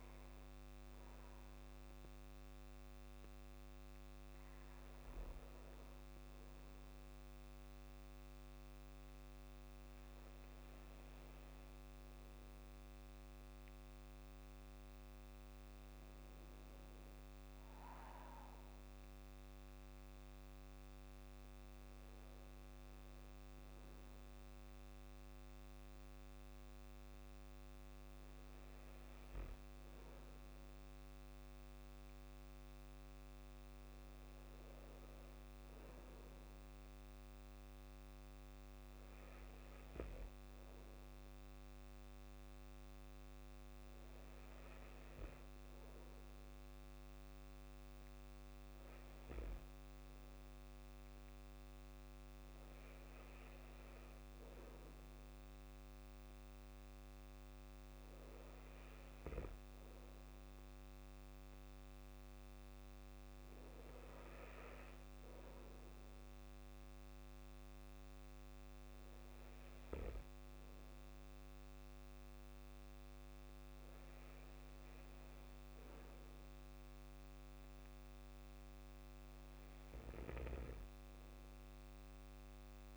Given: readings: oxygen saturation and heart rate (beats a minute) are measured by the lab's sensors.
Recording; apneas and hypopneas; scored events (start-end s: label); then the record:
a person partly awake in a sleep study, hard to hear, by a microphone on the trachea; none
22.00-52.00 s: new sleep stage, N1 (lightest sleep)
52.00-82.97 s: new sleep stage, N2 (light sleep)
From the record:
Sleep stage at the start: awake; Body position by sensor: on the back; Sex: male